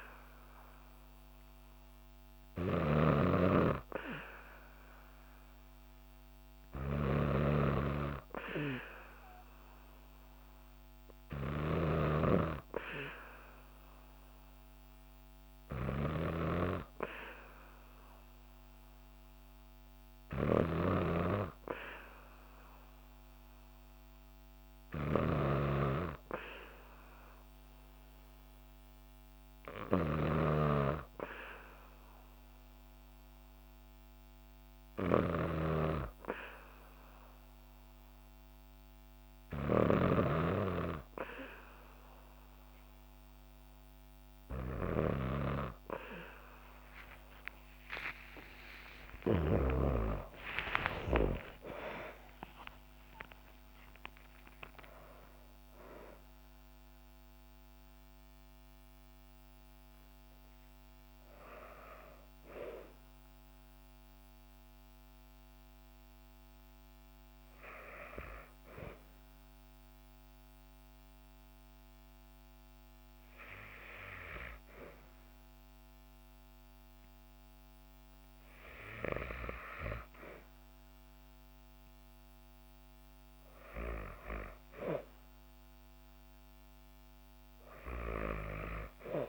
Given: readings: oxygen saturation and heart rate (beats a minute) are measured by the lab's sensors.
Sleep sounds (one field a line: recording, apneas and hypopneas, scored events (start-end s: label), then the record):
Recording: breathing in sleep by a microphone on the trachea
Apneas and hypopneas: 1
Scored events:
0.00-49.50 s: snoring (device-marked)
48.50-54.50 s: arousal
68.00-80.00 s: hypopnea (oxygen 96% before, 96% lowest, heart rate 74 before, 59 extreme, up 1 after)
83.00-87.00 s: arousal
From the record:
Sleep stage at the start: N2 (light sleep)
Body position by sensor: on the back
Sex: female